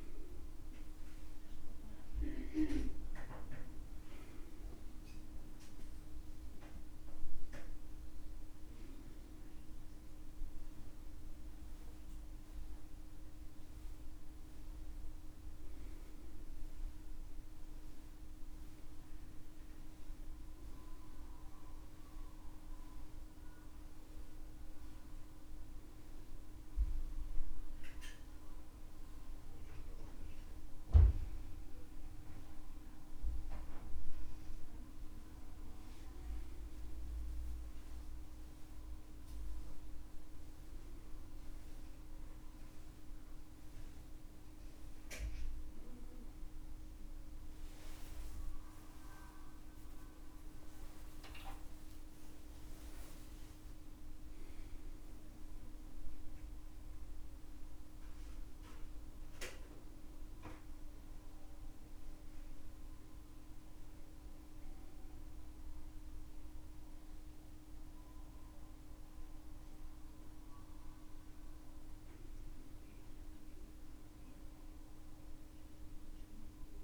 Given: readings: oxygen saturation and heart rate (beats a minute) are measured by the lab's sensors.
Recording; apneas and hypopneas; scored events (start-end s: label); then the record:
a person awake in a sleep study, hard to hear, by a room microphone; none
46.00-76.84 s: new sleep stage, N1 (lightest sleep)
From the record:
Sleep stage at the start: awake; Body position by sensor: on the back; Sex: male